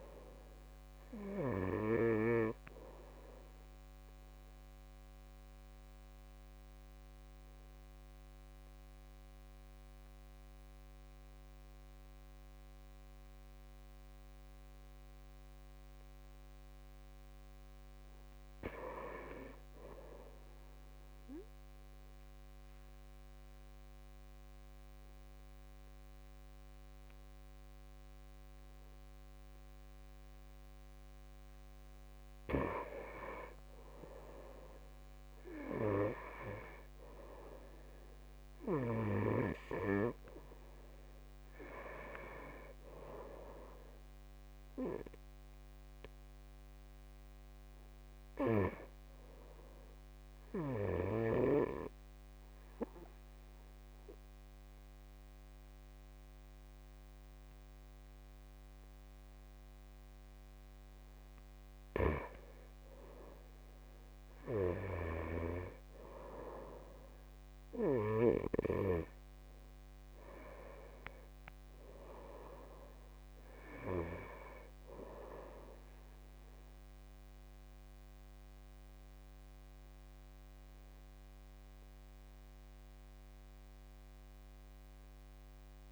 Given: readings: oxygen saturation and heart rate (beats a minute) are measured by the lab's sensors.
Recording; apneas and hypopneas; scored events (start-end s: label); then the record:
breathing in sleep by a microphone on the trachea; 2
0.00-10.50 s: oxygen desaturation (device-marked, oxygen 81% lowest, heart rate 56 extreme)
3.00-17.50 s: obstructive apnea (oxygen 95% before, 81% lowest, heart rate 66 before, 56 extreme, up 5 after)
20.50-24.50 s: arousal
26.50-34.50 s: oxygen desaturation (device-marked, oxygen 96% before, 89% lowest, heart rate 59 before, 57 extreme)
36.50-52.50 s: oxygen desaturation (device-marked, oxygen 92% before, 86% lowest, heart rate 61 before, 57 extreme)
50.50-62.00 s: obstructive apnea (oxygen 95% before, 84% lowest, heart rate 64 before, 54 extreme, up 5 after)
64.50-69.00 s: arousal
70.50-81.50 s: oxygen desaturation (device-marked, oxygen 95% before, 89% lowest, heart rate 59 before, 54 extreme)
From the record:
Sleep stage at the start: N2 (light sleep); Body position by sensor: on the right side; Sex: male